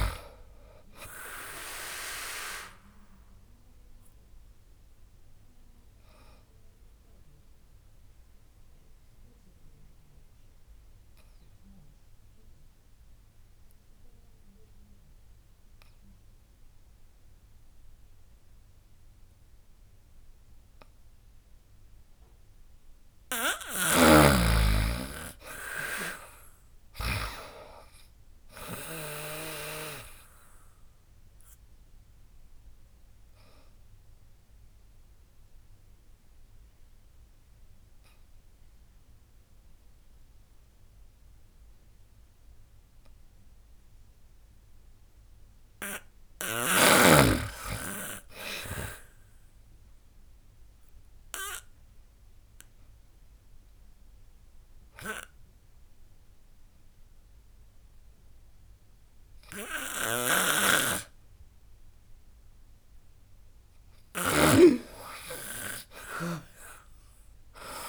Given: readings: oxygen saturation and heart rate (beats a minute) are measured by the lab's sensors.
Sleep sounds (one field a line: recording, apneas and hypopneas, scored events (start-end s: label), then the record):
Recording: breathing in sleep by a room microphone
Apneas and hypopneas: 3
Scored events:
0.00-8.00 s: drop in pulse transit time (device-marked, heart rate 76 extreme)
1.00-10.00 s: oxygen desaturation (device-marked, oxygen 98% before, 95% lowest, heart rate 74 before, 67 extreme)
3.50-22.00 s: obstructive apnea (oxygen 98% before, 93% lowest, heart rate 75 before, 67 extreme, up 15 after)
23.00-27.00 s: snoring (device-marked)
24.50-27.50 s: arousal
25.00-36.00 s: drop in pulse transit time (device-marked, heart rate 72 before, 73 extreme)
30.00-47.00 s: oxygen desaturation (device-marked, oxygen 98% before, 93% lowest, heart rate 73 before, 68 extreme)
30.50-44.00 s: obstructive apnea (oxygen 98% before, 93% lowest, heart rate 73 before, 68 extreme, up 12 after)
46.00-48.00 s: arousal
49.00-55.00 s: drop in pulse transit time (device-marked, heart rate 75 before, 76 extreme)
50.50-62.50 s: obstructive apnea (oxygen 99% before, 93% lowest, heart rate 74 before, 66 extreme, up 15 after)
59.50-64.00 s: snoring (device-marked)
64.00-67.00 s: arousal
66.00-67.89 s: drop in pulse transit time (device-marked, heart rate 76 before, 77 extreme)
From the record:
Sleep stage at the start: N2 (light sleep)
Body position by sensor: on the back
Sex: female